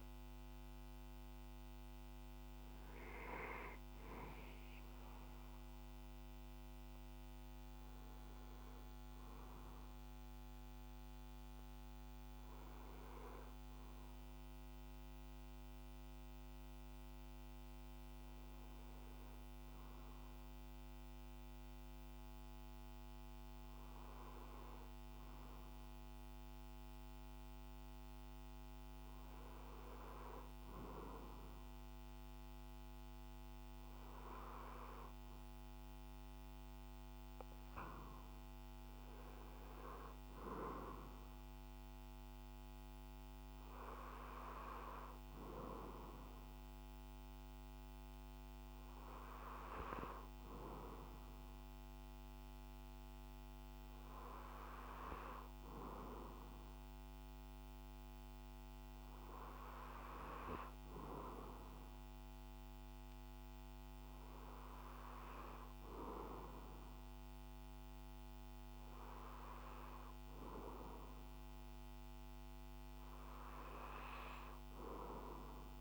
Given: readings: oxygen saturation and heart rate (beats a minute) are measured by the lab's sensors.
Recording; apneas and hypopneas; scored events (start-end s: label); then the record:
breathing in sleep by a microphone on the trachea; none
none scored
From the record:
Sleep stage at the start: N2 (light sleep); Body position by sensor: on the back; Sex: male